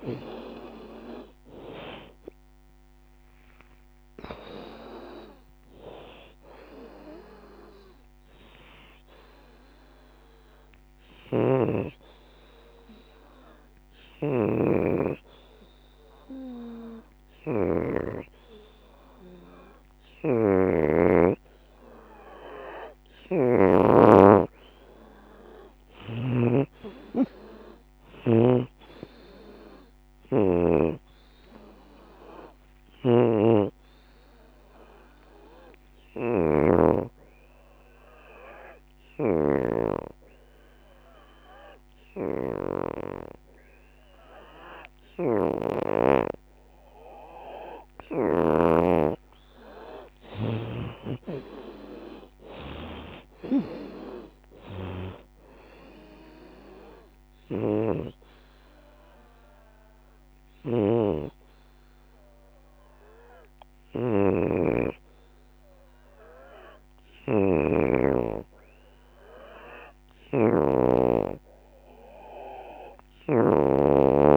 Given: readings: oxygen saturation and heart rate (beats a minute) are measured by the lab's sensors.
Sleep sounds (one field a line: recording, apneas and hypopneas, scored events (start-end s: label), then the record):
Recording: breathing in sleep by a microphone on the trachea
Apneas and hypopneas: 3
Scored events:
0.00-2.00 s: arousal
0.00-9.50 s: drop in pulse transit time (device-marked, heart rate 81 extreme)
0.00-18.50 s: oxygen desaturation (device-marked, oxygen 83% lowest, heart rate 66 extreme)
12.00-23.50 s: hypopnea (oxygen 92% before, 83% lowest, heart rate 86 before, 66 extreme, up 8 after)
24.50-35.50 s: drop in pulse transit time (device-marked, heart rate 89 before, 82 extreme)
26.00-30.50 s: arousal
29.50-44.50 s: oxygen desaturation (device-marked, oxygen 94% before, 87% lowest, heart rate 87 before, 66 extreme)
38.00-49.00 s: obstructive apnea (oxygen 94% before, 83% lowest, heart rate 84 before, 71 extreme, up 24 after)
49.50-60.50 s: drop in pulse transit time (device-marked, heart rate 75 before, 73 extreme)
50.00-54.00 s: arousal
50.50-69.50 s: oxygen desaturation (device-marked, oxygen 91% before, 84% lowest, heart rate 74 before, 72 extreme)
58.00-69.50 s: hypopnea (oxygen 91% before, 83% lowest, heart rate 76 before, 72 extreme, up 13 after)
70.50-74.37 s: drop in pulse transit time (device-marked, heart rate 80 before, 79 extreme)
71.50-74.37 s: arousal
71.50-74.37 s: oxygen desaturation (device-marked, oxygen 94% before, 87% lowest, heart rate 81 before, 72 extreme)
From the record:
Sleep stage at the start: N2 (light sleep)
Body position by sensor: on the back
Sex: female